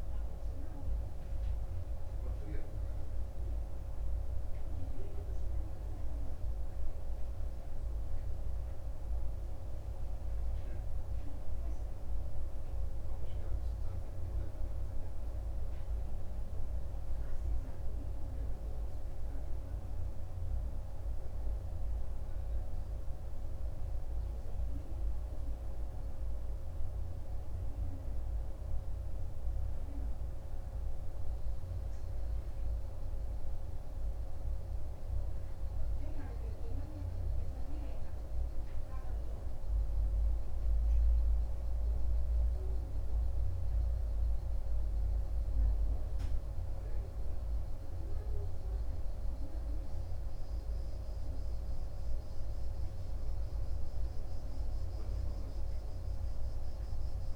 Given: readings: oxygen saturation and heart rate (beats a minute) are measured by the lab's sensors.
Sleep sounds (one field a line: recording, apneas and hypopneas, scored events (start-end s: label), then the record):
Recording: breathing in sleep, hard to hear, by a room microphone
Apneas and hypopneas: none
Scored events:
none scored
From the record:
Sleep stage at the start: N2 (light sleep)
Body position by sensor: on the right side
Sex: male